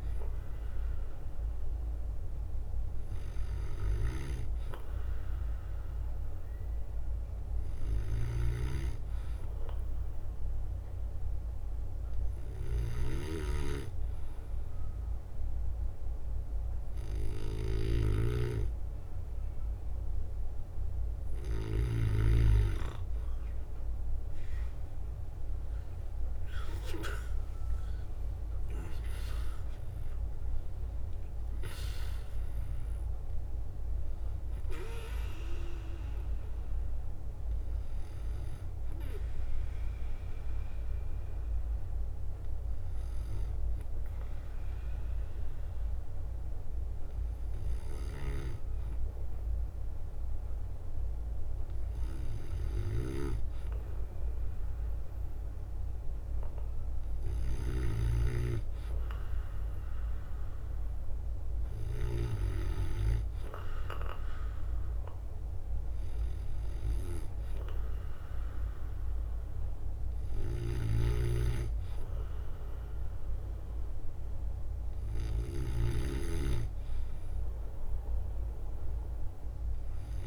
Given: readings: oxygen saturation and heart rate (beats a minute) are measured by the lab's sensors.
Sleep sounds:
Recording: breathing in sleep by a room microphone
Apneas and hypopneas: 1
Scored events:
0.00-1.00 s: leg movement (device-marked)
3.00-6.00 s: bradycardia (device-marked, heart rate 63 before, 60 extreme)
7.00-10.00 s: bradycardia (device-marked, heart rate 63 before, 59 extreme)
18.00-22.00 s: snoring (device-marked)
23.50-33.50 s: leg movement (device-marked)
26.00-48.00 s: oxygen desaturation (device-marked, oxygen 96% before, 93% lowest, heart rate 60 before, 59 extreme)
26.50-30.50 s: arousal
40.00-52.50 s: hypopnea (oxygen 96% before, 93% lowest, heart rate 66 before, 58 extreme, up 2 after)
55.00-59.00 s: arousal
70.00-77.00 s: bradycardia (device-marked, heart rate 64 before, 58 extreme)
70.50-76.00 s: snoring (device-marked)
From the record:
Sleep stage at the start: N2 (light sleep)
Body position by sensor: on the back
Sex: male

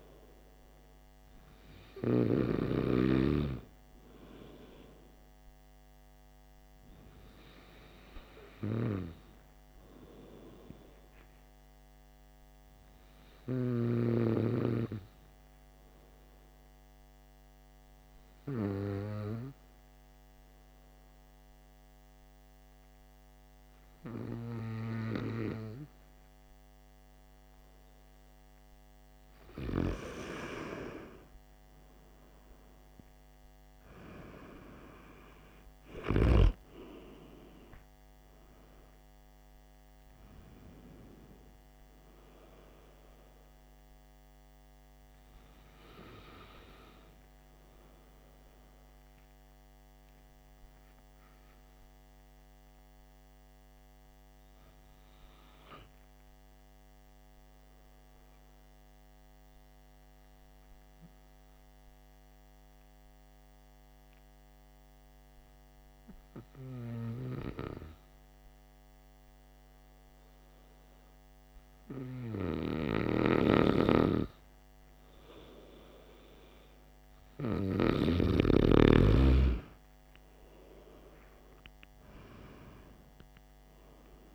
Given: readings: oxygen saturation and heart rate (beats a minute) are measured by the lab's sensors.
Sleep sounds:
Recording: breathing in sleep by a microphone on the trachea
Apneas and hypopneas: 2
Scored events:
10.50-28.00 s: hypopnea (oxygen 96% before, 93% lowest, heart rate 59 before, 48 extreme, up 8 after)
29.50-32.50 s: arousal
48.00-75.50 s: hypopnea (oxygen 96% before, 93% lowest, heart rate 57 before, 48 extreme, up 7 after)
79.00-82.50 s: arousal
From the record:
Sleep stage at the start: N2 (light sleep)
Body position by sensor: on the back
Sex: male

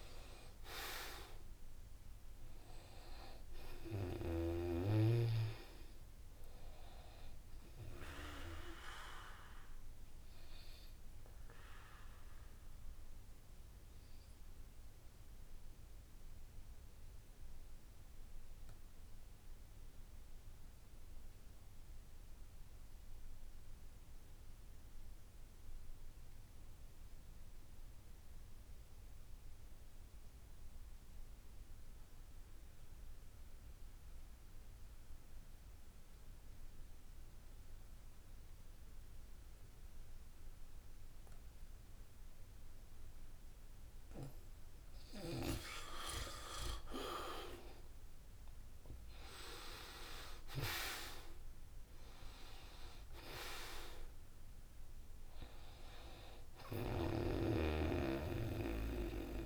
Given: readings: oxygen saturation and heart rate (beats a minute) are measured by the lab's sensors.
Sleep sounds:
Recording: breathing in sleep by a room microphone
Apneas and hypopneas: 1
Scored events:
0.00-20.50 s: oxygen desaturation (device-marked, oxygen 74% lowest, heart rate 66 extreme)
13.00-45.00 s: obstructive apnea (oxygen 86% before, 74% lowest, heart rate 79 before, 67 extreme, up 7 after)
32.50-59.46 s: oxygen desaturation (device-marked, oxygen 97% before, 76% lowest, heart rate 68 before, 66 extreme)
47.50-51.50 s: arousal
From the record:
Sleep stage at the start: N2 (light sleep)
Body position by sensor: on the back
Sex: male

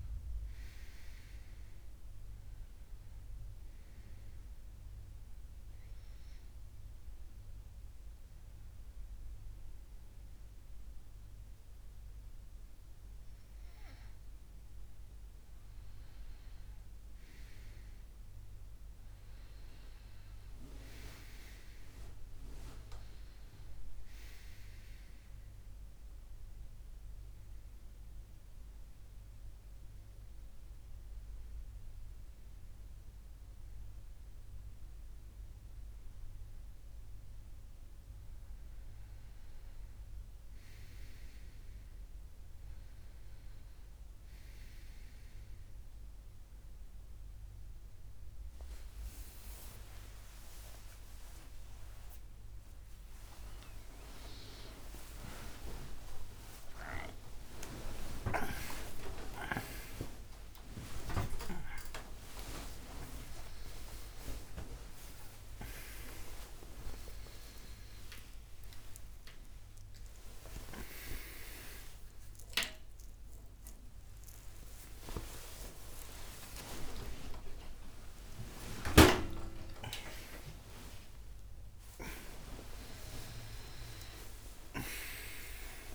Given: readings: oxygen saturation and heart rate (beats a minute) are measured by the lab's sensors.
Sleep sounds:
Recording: a person awake in a sleep study, by a room microphone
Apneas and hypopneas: 1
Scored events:
26.50-37.50 s: hypopnea (oxygen 97% before, 94% lowest, heart rate 80 before, 77 extreme, up 4 after)
41.00-85.95 s: new sleep stage, awake
From the record:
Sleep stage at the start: N2 (light sleep)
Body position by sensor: on the right side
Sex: male

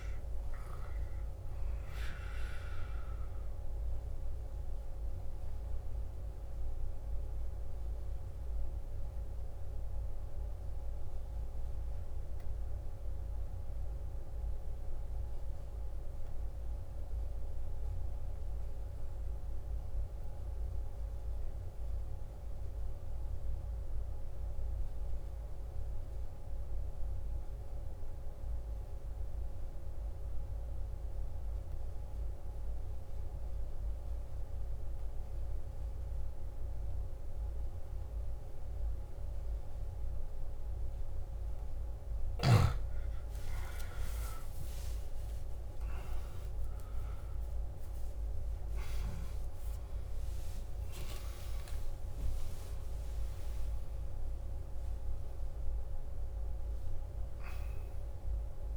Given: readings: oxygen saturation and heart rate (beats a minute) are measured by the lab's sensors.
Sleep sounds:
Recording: breathing in sleep, hard to hear, by a room microphone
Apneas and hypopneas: 1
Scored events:
0.00-19.00 s: oxygen desaturation (device-marked, oxygen 89% lowest, heart rate 51 extreme)
7.00-42.00 s: obstructive apnea (oxygen 96% before, 89% lowest, heart rate 61 before, 51 extreme, up 48 after)
35.00-55.00 s: oxygen desaturation (device-marked, oxygen 96% before, 90% lowest, heart rate 52 before, 52 extreme)
43.50-50.00 s: arousal
44.00-46.00 s: long interval between heartbeats (device-marked, heart rate 53 before, 65 extreme)
49.00-51.00 s: long interval between heartbeats (device-marked, heart rate 58 before, 98 extreme)
From the record:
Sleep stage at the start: N2 (light sleep)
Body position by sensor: on the back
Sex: male

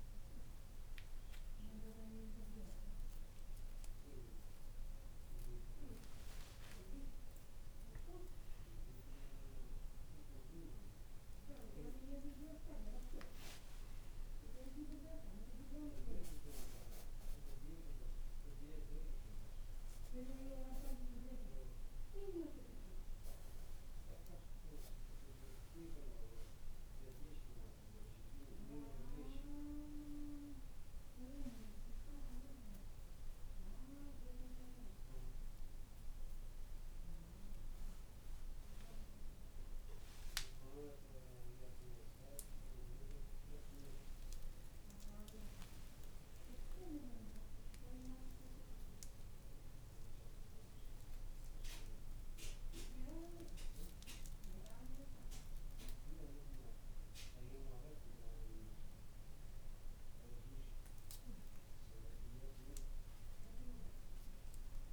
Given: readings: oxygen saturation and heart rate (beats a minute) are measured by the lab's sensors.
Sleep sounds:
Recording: a person awake in a sleep study, by a room microphone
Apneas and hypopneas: none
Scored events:
none scored
From the record:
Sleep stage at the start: awake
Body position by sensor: on the back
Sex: male

